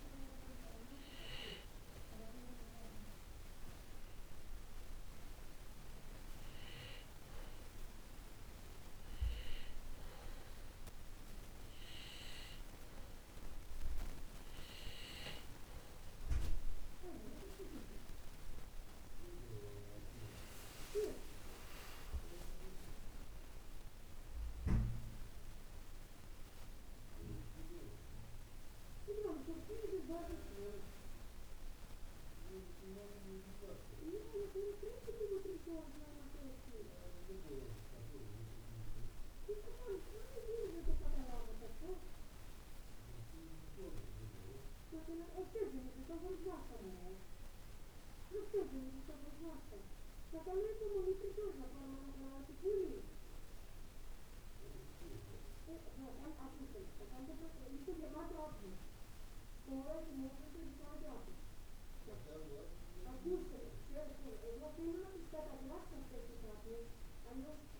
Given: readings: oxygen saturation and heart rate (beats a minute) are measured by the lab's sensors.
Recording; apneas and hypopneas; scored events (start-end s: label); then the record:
breathing in sleep by a room microphone; 2
8.50-18.50 s: hypopnea (oxygen 95% before, 92% lowest, heart rate 64 before, 56 extreme, up 27 after)
21.00-25.00 s: arousal
22.00-24.00 s: long interval between heartbeats (device-marked, heart rate 63 before, 80 extreme)
30.00-40.50 s: hypopnea (oxygen 95% before, 92% lowest, heart rate 70 before, 58 extreme, up 7 after)
43.00-46.50 s: arousal
From the record:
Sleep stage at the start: N2 (light sleep); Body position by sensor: on the back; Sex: male